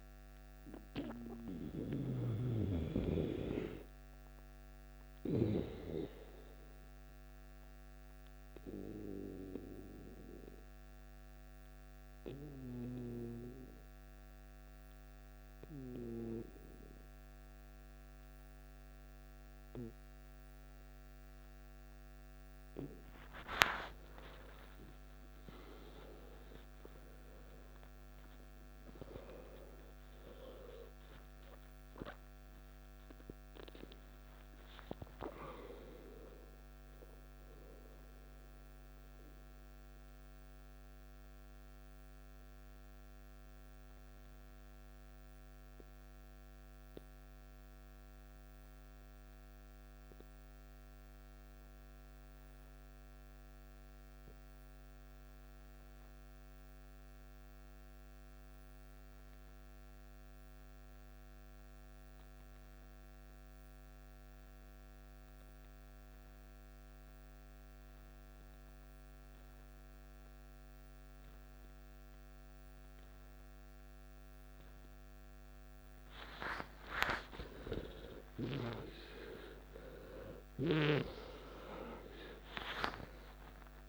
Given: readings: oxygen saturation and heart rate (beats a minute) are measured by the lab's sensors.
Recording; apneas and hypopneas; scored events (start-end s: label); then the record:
breathing in sleep by a microphone on the trachea; 2
0.00-19.00 s: oxygen desaturation (device-marked, oxygen 91% lowest, heart rate 54 extreme)
5.00-23.50 s: obstructive apnea (oxygen 99% before, 89% lowest, heart rate 61 before, 52 extreme, up 16 after)
24.50-28.00 s: arousal
35.50-37.50 s: long interval between heartbeats (device-marked, heart rate 61 before, 80 extreme)
39.50-76.00 s: mixed apnea (oxygen 98% before, 87% lowest, heart rate 66 before, 52 extreme, up 13 after)
65.00-83.88 s: oxygen desaturation (device-marked, oxygen 99% before, 87% lowest, heart rate 53 before, 55 extreme)
77.00-83.00 s: arousal
From the record:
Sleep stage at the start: N2 (light sleep); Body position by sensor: on the back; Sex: male